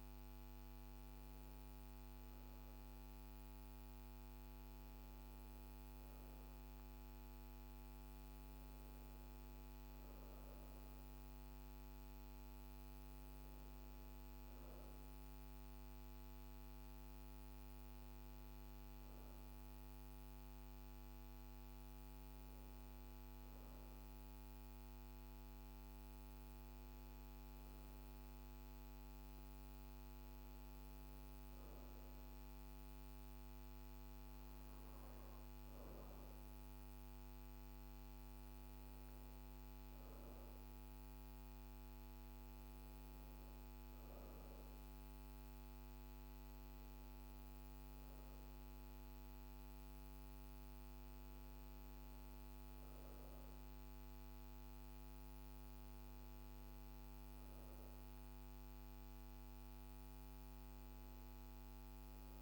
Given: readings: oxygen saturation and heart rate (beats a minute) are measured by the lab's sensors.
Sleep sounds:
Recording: breathing in sleep, hard to hear, by a microphone on the trachea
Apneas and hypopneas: none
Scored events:
none scored
From the record:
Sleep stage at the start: N2 (light sleep)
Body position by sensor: on the right side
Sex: female

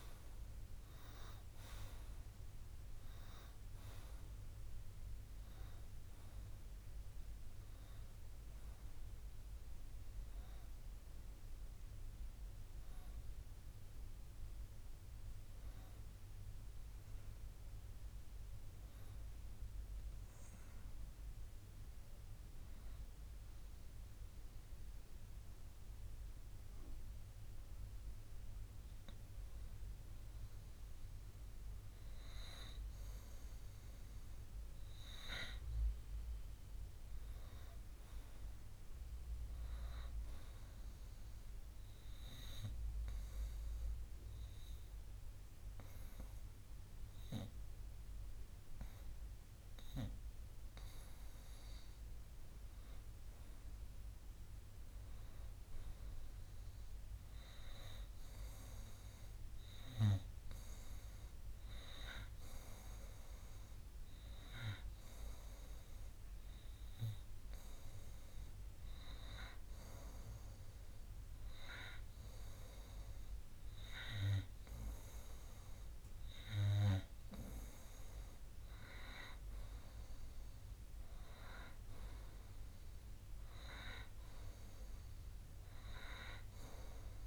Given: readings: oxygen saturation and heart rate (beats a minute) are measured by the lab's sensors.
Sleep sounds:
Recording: breathing in sleep by a room microphone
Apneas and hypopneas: 3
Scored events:
18.50-27.50 s: oxygen desaturation (device-marked, oxygen 94% before, 90% lowest, heart rate 71 before, 61 extreme)
22.00-35.50 s: hypopnea (oxygen 95% before, 90% lowest, heart rate 68 before, 61 extreme, up 7 after)
37.50-40.00 s: arousal
41.50-51.50 s: obstructive apnea (oxygen 98% before, 91% lowest, heart rate 64 before, 63 extreme, up 1 after)
45.50-63.50 s: oxygen desaturation (device-marked, oxygen 97% before, 91% lowest, heart rate 64 before, 63 extreme)
52.50-55.00 s: arousal
57.00-69.00 s: hypopnea (oxygen 98% before, 91% lowest, heart rate 66 before, 63 extreme, up 1 after)
71.00-74.50 s: arousal
From the record:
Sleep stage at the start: N2 (light sleep)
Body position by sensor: on the right side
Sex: male

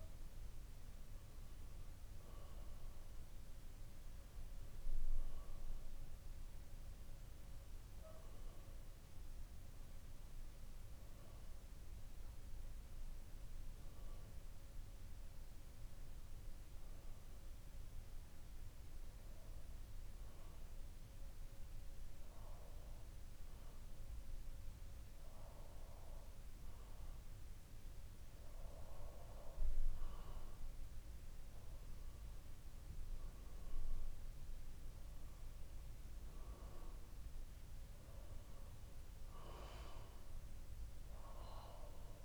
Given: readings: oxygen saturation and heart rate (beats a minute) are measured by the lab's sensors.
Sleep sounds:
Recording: breathing in sleep by a room microphone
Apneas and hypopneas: 1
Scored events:
16.00-32.00 s: hypopnea (oxygen 93% before, 93% lowest, heart rate 66 before, 59 extreme, up 3 after)
34.00-37.50 s: arousal
From the record:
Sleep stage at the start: N2 (light sleep)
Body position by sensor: on the back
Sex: male

